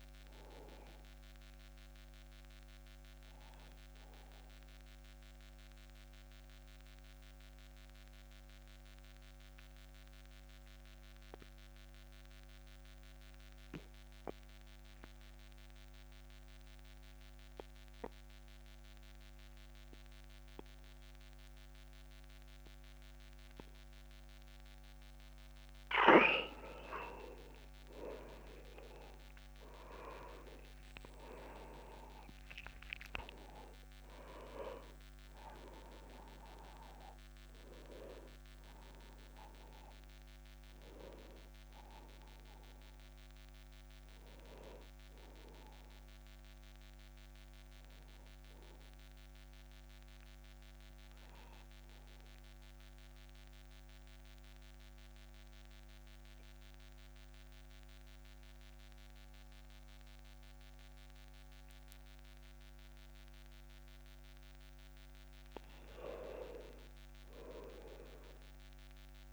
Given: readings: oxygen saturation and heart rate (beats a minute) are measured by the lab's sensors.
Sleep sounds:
breathing in sleep by a microphone on the trachea; 2
1.50-25.50 s: obstructive apnea (oxygen 99% before, 89% lowest)
24.00-54.00 s: oxygen desaturation (device-marked, oxygen 98% before, 89% lowest)
27.50-31.00 s: arousal
49.00-63.50 s: obstructive apnea (oxygen 98% before, 87% lowest)
66.50-69.33 s: arousal
From the record:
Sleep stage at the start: N2 (light sleep); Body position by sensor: on the back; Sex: male

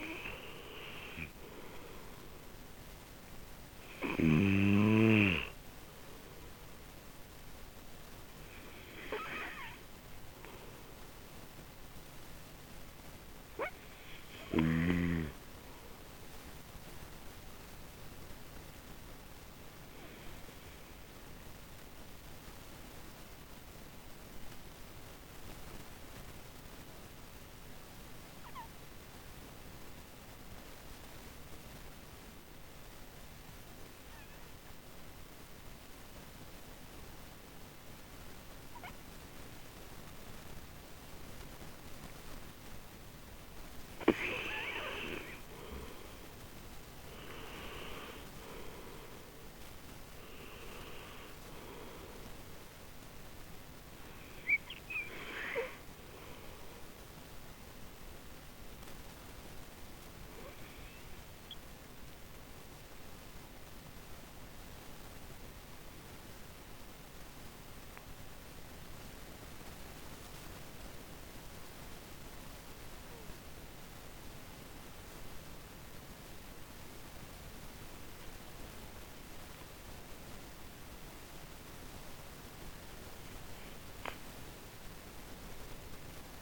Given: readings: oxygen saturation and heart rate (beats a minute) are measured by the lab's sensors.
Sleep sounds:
breathing in sleep by a microphone on the trachea; 1
6.00-16.00 s: oxygen desaturation (device-marked, oxygen 100% before, 93% lowest)
15.00-19.00 s: arousal
23.00-38.50 s: hypopnea (oxygen 100% before, 87% lowest)
42.00-73.00 s: oxygen desaturation (device-marked, oxygen 97% before, 87% lowest)
46.00-50.00 s: arousal
From the record:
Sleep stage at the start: N2 (light sleep); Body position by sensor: on the right side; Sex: male

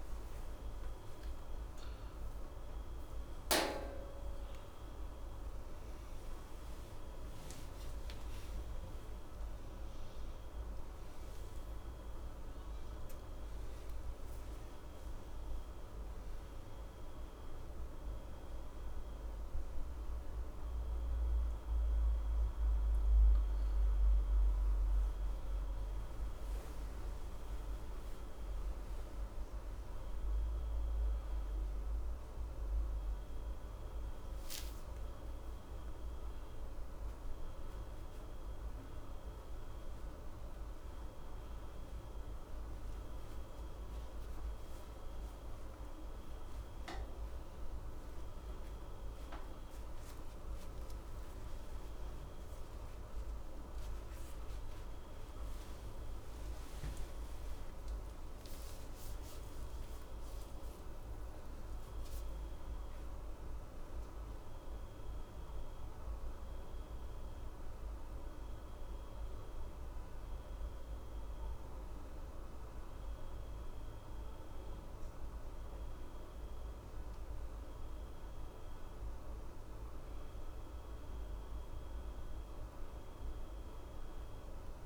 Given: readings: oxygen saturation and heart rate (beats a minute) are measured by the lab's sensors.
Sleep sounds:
a person awake in a sleep study, hard to hear, by a room microphone; none
54.50-84.86 s: new sleep stage, N1 (lightest sleep)
From the record:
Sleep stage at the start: awake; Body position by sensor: on the right side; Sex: male

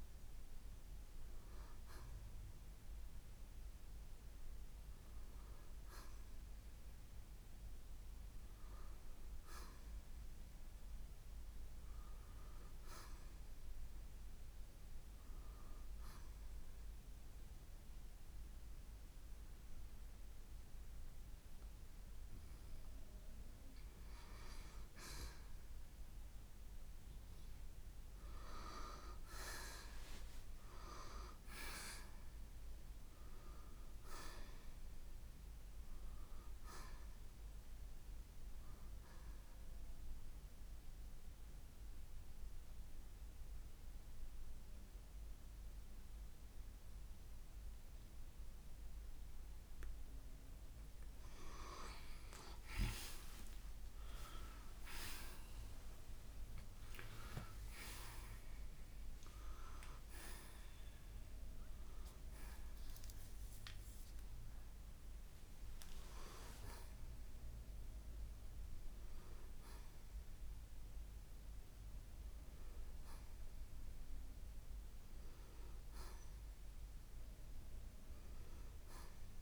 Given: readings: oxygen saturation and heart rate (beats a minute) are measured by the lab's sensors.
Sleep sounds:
breathing in sleep by a room microphone; 1
0.00-17.00 s: oxygen desaturation (device-marked, oxygen 84% lowest, heart rate 61 extreme)
29.00-33.00 s: arousal
37.00-57.00 s: oxygen desaturation (device-marked, oxygen 93% before, 88% lowest, heart rate 65 before, 57 extreme)
40.00-51.00 s: mixed apnea (oxygen 95% before, 86% lowest, heart rate 66 before, 57 extreme, up 13 after)
53.00-57.00 s: arousal
66.00-79.42 s: new sleep stage, N1 (lightest sleep)
68.00-79.42 s: oxygen desaturation (device-marked, oxygen 94% before, 86% lowest, heart rate 66 before, 62 extreme)
From the record:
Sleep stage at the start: N2 (light sleep); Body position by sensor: on the right side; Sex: male

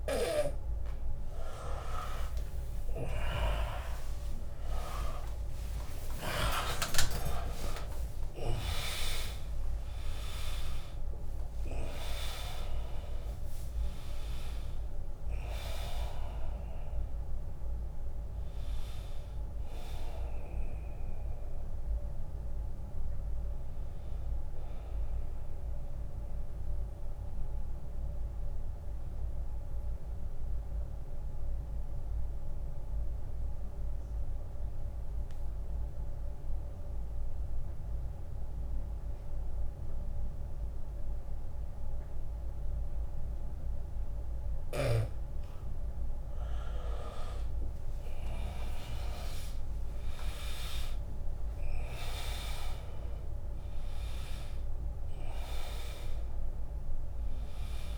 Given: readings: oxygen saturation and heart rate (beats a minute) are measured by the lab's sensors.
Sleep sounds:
breathing in sleep by a room microphone; 1
0.00-32.00 s: oxygen desaturation (device-marked, oxygen 98% before, 85% lowest, heart rate 81 before, 76 extreme)
1.00-7.00 s: arousal
3.00-6.00 s: tachycardia (device-marked, heart rate 80 before, 88 extreme)
5.00-7.00 s: long interval between heartbeats (device-marked, heart rate 81 before, 88 extreme)
6.00-21.00 s: drop in pulse transit time (device-marked, heart rate 81 before, 79 extreme)
26.00-44.50 s: mixed apnea (oxygen 98% before, 85% lowest, heart rate 89 before, 72 extreme, up 10 after)
37.50-39.50 s: long interval between heartbeats (device-marked, heart rate 82 before, 76 extreme)
47.50-52.00 s: arousal
49.00-57.97 s: drop in pulse transit time (device-marked, heart rate 81 before, 80 extreme)
53.00-57.97 s: oxygen desaturation (device-marked, oxygen 100% before, 87% lowest, heart rate 81 before, 66 extreme)
From the record:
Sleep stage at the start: N2 (light sleep); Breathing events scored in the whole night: 224 in 3.9 hours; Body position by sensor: on the back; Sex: male

